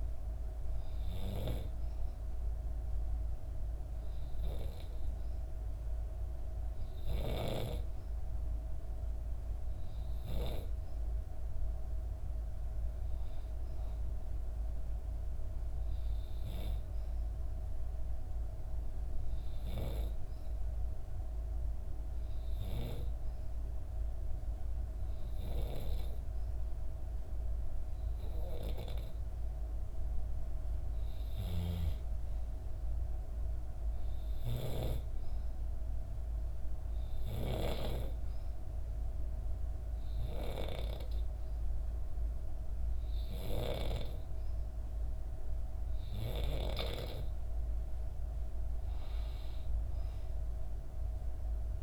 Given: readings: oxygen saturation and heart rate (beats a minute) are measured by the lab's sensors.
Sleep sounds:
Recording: breathing in sleep by a room microphone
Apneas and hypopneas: 1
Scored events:
0.00-6.00 s: oxygen desaturation (device-marked, oxygen 90% lowest, heart rate 62 extreme)
7.00-11.00 s: arousal
34.00-47.00 s: hypopnea (oxygen 96% before, 93% lowest, heart rate 64 before, 63 extreme, up 2 after)
49.50-51.83 s: arousal
From the record:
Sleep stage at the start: N2 (light sleep)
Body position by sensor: on the back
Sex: female

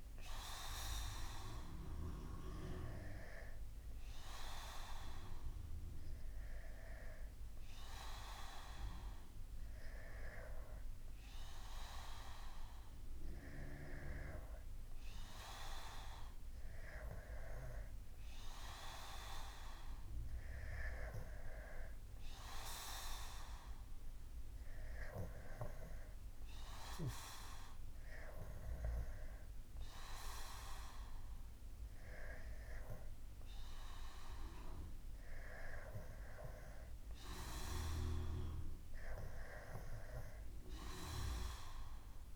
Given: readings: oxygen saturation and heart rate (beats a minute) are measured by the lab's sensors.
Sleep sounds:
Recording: breathing in sleep by a room microphone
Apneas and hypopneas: none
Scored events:
none scored
From the record:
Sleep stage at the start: N2 (light sleep)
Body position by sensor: on the back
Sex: male

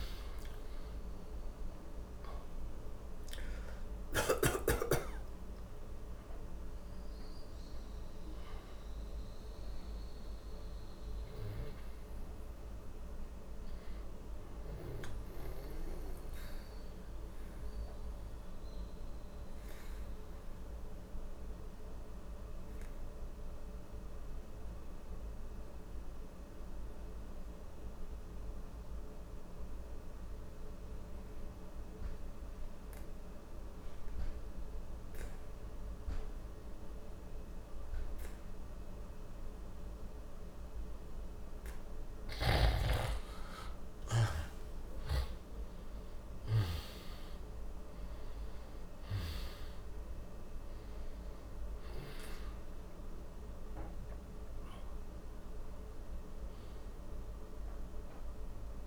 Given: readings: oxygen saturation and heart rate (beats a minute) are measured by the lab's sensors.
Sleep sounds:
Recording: breathing in sleep by a room microphone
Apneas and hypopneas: 1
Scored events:
0.00-26.50 s: oxygen desaturation (device-marked, oxygen 86% lowest, heart rate 60 extreme)
16.00-43.00 s: obstructive apnea (oxygen 97% before, 85% lowest, heart rate 64 before, 60 extreme, up 4 after)
42.50-58.87 s: oxygen desaturation (device-marked, oxygen 98% before, 85% lowest, heart rate 61 before, 60 extreme)
44.00-48.00 s: arousal
From the record:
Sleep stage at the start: N2 (light sleep)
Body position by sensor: on the back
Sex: male

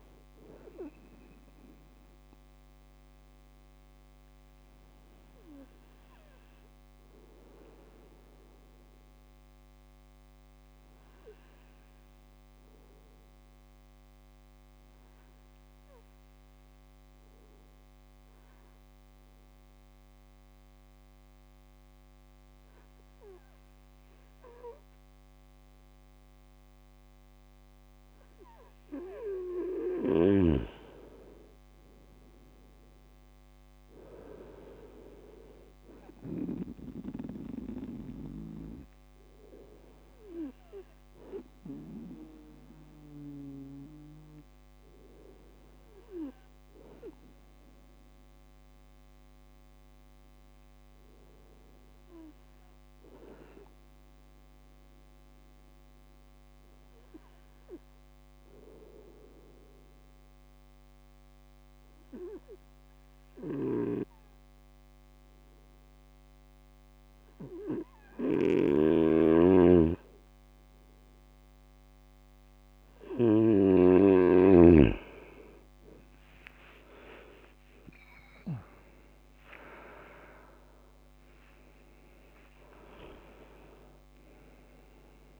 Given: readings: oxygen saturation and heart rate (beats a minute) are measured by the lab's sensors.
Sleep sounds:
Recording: breathing in sleep by a microphone on the trachea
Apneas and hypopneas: 2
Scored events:
9.00-12.00 s: arousal
13.00-27.50 s: obstructive apnea (oxygen 98% before, 95% lowest, heart rate 66 before, 58 extreme, up 6 after)
30.00-36.50 s: snoring (device-marked)
31.00-34.50 s: arousal
45.50-69.50 s: hypopnea (oxygen 98% before, 95% lowest, heart rate 66 before, 64 extreme, up 0 after)
68.00-73.50 s: snoring (device-marked)
76.00-85.40 s: new sleep stage, N1 (lightest sleep)
76.50-83.00 s: arousal
From the record:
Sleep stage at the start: N2 (light sleep)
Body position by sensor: on the right side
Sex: male

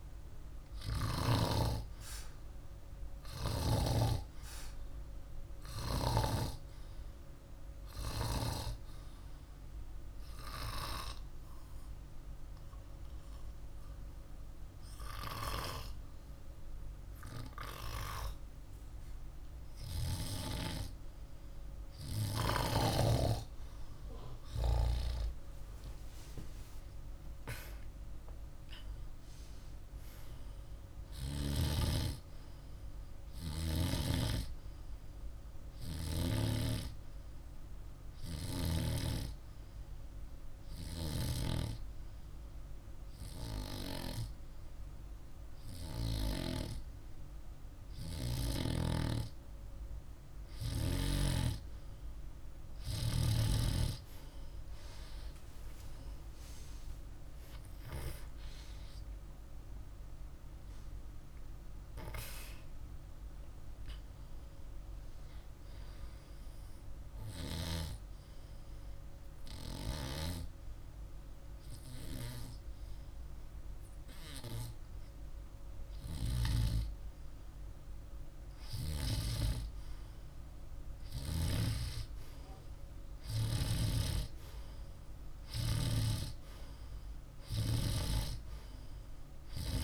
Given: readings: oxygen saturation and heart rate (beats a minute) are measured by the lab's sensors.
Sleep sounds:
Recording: breathing in sleep by a room microphone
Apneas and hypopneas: 3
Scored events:
5.50-21.00 s: hypopnea (oxygen 97% before, 91% lowest, heart rate 51 before, 49 extreme, up 2 after)
24.00-27.00 s: arousal
35.00-49.00 s: hypopnea (oxygen 98% before, 91% lowest, heart rate 50 before, 48 extreme, up 2 after)
55.50-60.00 s: arousal
66.50-77.00 s: hypopnea (oxygen 97% before, 95% lowest, heart rate 50 before, 49 extreme, up 0 after)
80.50-84.00 s: arousal
From the record:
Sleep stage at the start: N2 (light sleep)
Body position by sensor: on the back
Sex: male

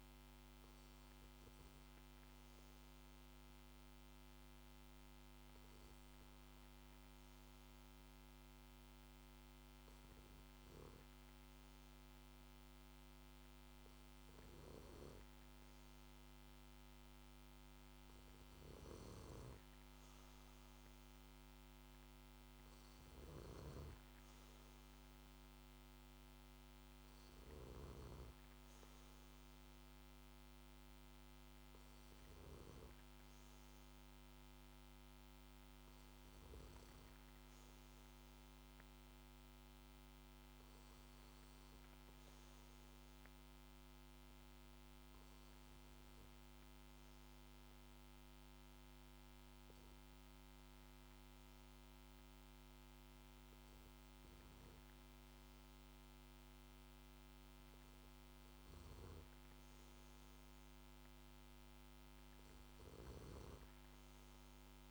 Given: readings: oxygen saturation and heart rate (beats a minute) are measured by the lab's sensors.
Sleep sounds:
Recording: breathing in sleep, hard to hear, by a microphone on the trachea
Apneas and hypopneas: 2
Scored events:
1.50-15.00 s: hypopnea (oxygen 97% before, 94% lowest, heart rate 55 before, 51 extreme, up 1 after)
17.50-21.00 s: arousal
19.00-23.50 s: snoring (device-marked)
37.50-41.00 s: arousal
44.00-57.00 s: hypopnea (oxygen 96% before, 94% lowest, heart rate 54 before, 52 extreme, up 2 after)
58.00-62.00 s: arousal
From the record:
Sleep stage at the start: N2 (light sleep)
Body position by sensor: on the back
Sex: male

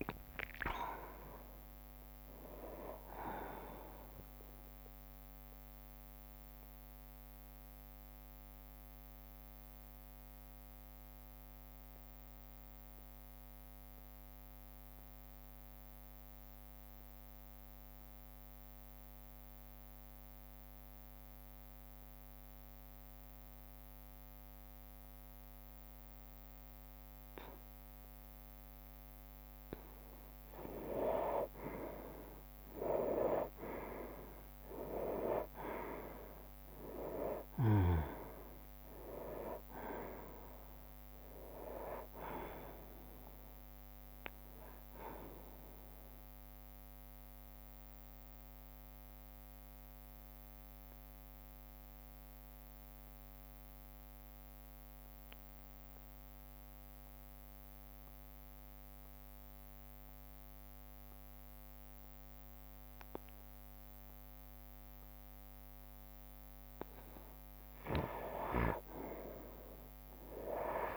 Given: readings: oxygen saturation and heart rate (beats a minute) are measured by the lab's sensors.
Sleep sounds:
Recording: breathing in sleep by a microphone on the trachea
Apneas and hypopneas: 2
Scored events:
0.00-5.00 s: drop in pulse transit time (device-marked, heart rate 62 before, 68 extreme)
0.00-5.00 s: oxygen desaturation (device-marked, oxygen 98% before, 91% lowest, heart rate 60 before, 59 extreme)
4.50-29.00 s: mixed apnea (oxygen 98% before, 89% lowest, heart rate 72 before, 59 extreme, up 9 after)
9.00-18.00 s: bradycardia (device-marked, heart rate 63 before, 59 extreme)
14.00-24.00 s: oxygen desaturation (device-marked, oxygen 95% before, 89% lowest, heart rate 68 before, 59 extreme)
30.50-36.50 s: arousal
33.00-44.00 s: drop in pulse transit time (device-marked, heart rate 60 before, 65 extreme)
33.00-58.00 s: oxygen desaturation (device-marked, oxygen 99% before, 89% lowest, heart rate 60 before, 60 extreme)
47.00-66.00 s: obstructive apnea (oxygen 99% before, 89% lowest, heart rate 67 before, 60 extreme, up 8 after)
68.50-70.97 s: arousal
From the record:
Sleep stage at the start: N2 (light sleep)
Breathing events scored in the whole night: 305 in 3.8 hours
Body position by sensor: on the right side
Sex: male

